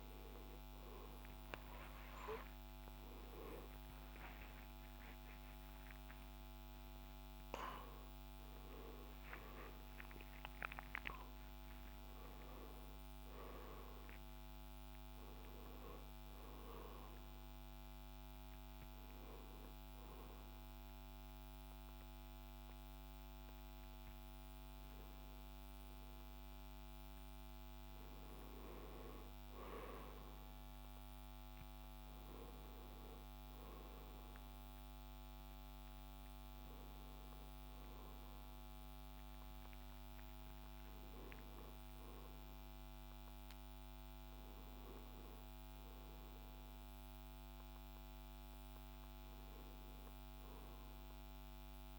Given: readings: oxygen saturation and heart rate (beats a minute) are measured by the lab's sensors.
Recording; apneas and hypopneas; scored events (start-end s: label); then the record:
breathing in sleep, hard to hear, by a microphone on the trachea; none
0.50-16.50 s: oxygen desaturation (device-marked, oxygen 93% before, 90% lowest, heart rate 79 before, 81 extreme)
2.50-10.50 s: arousal
40.50-51.99 s: oxygen desaturation (device-marked, oxygen 95% before, 90% lowest, heart rate 83 before, 77 extreme)
From the record:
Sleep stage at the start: N1 (lightest sleep); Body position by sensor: on the left side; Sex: male